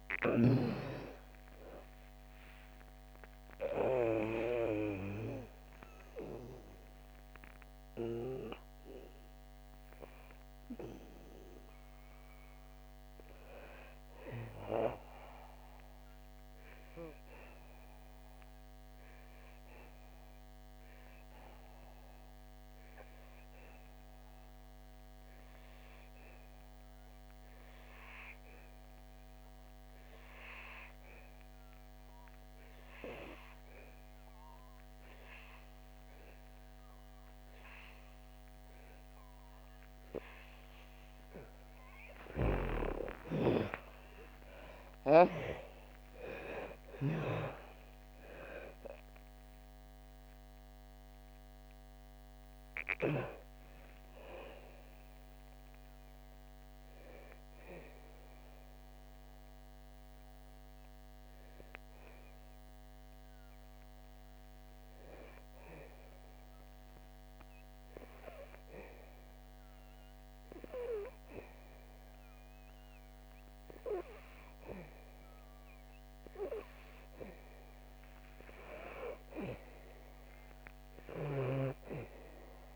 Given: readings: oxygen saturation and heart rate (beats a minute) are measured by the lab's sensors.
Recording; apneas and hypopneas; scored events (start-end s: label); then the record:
breathing in sleep by a microphone on the trachea; 2
0.00-18.00 s: oxygen desaturation (device-marked, oxygen 96% before, 84% lowest, heart rate 79 before, 62 extreme)
15.00-40.50 s: obstructive apnea (oxygen 98% before, 83% lowest, heart rate 66 before, 54 extreme, up 0 after)
25.00-70.00 s: oxygen desaturation (device-marked, oxygen 99% before, 83% lowest, heart rate 67 before, 54 extreme)
43.00-46.50 s: arousal
57.00-75.00 s: hypopnea (oxygen 95% before, 83% lowest, heart rate 63 before, 61 extreme, up 9 after)
77.50-81.00 s: arousal
From the record:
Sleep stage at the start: N2 (light sleep); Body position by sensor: on the back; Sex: female